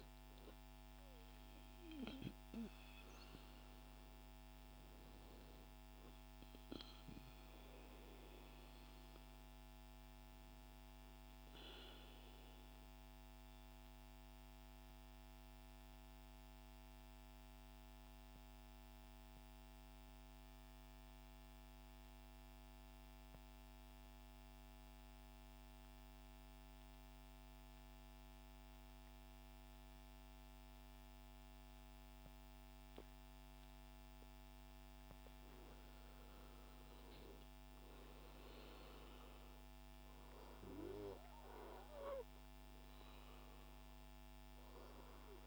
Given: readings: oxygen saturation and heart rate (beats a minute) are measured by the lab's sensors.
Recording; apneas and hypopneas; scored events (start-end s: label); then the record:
breathing in sleep, hard to hear, by a microphone on the trachea; 1
0.00-9.50 s: oxygen desaturation (device-marked, oxygen 88% lowest, heart rate 58 extreme)
12.00-33.00 s: central apnea (oxygen 100% before, 90% lowest, heart rate 83 before, 58 extreme, up 8 after)
35.00-39.50 s: arousal
36.50-45.47 s: oxygen desaturation (device-marked, oxygen 99% before, 95% lowest, heart rate 60 before, 55 extreme)
From the record:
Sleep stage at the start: N2 (light sleep); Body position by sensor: on the right side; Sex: male